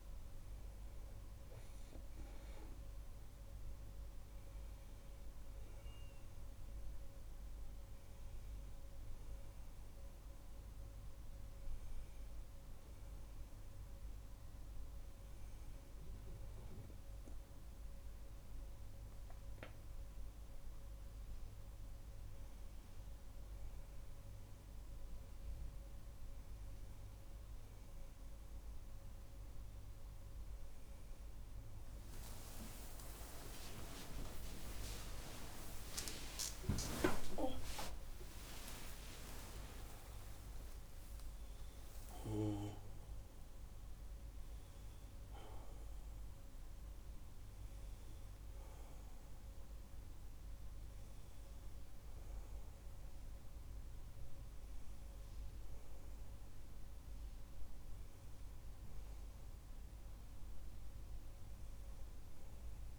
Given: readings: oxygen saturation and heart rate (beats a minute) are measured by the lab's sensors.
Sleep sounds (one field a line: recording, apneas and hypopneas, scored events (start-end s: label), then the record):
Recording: a person awake in a sleep study, by a room microphone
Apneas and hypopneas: none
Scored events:
32.50-39.50 s: tachycardia (device-marked, heart rate 31 before, 149 extreme)
41.50-62.99 s: new sleep stage, N1 (lightest sleep)
From the record:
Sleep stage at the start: awake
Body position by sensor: on the back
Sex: male